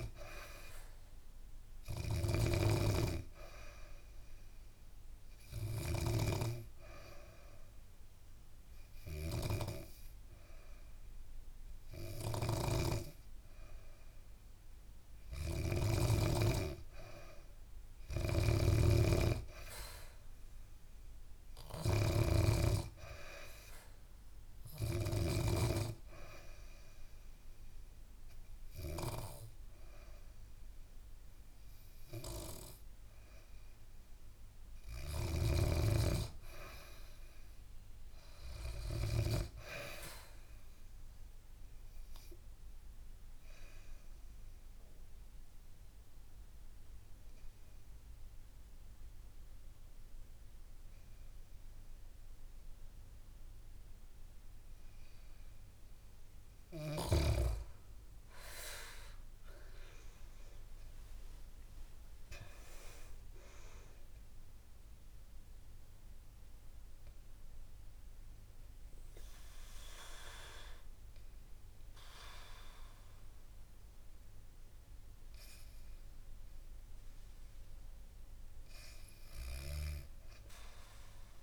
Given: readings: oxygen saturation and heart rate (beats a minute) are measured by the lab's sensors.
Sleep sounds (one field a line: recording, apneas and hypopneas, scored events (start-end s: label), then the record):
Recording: breathing in sleep by a room microphone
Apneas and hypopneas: 3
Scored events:
0.00-6.00 s: snoring (device-marked)
3.00-15.50 s: hypopnea (oxygen 95% before, 89% lowest, heart rate 73 before, 71 extreme, up 2 after)
12.00-25.00 s: snoring (device-marked)
16.50-19.00 s: arousal
22.50-37.50 s: oxygen desaturation (device-marked, oxygen 95% before, 91% lowest, heart rate 74 before, 68 extreme)
24.50-35.00 s: obstructive apnea (oxygen 95% before, 89% lowest, heart rate 74 before, 68 extreme, up 2 after)
34.50-39.00 s: snoring (device-marked)
36.00-39.50 s: arousal
41.00-56.50 s: obstructive apnea (oxygen 96% before, 89% lowest, heart rate 74 before, 67 extreme, up 17 after)
42.50-81.43 s: new sleep stage, N2 (light sleep)
43.50-55.50 s: oxygen desaturation (device-marked, oxygen 96% before, 92% lowest, heart rate 74 before, 67 extreme)
57.50-77.50 s: oxygen desaturation (device-marked, oxygen 96% before, 89% lowest, heart rate 72 before, 65 extreme)
58.50-64.00 s: arousal
From the record:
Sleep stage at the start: N3 (deep sleep)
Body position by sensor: on the back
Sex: female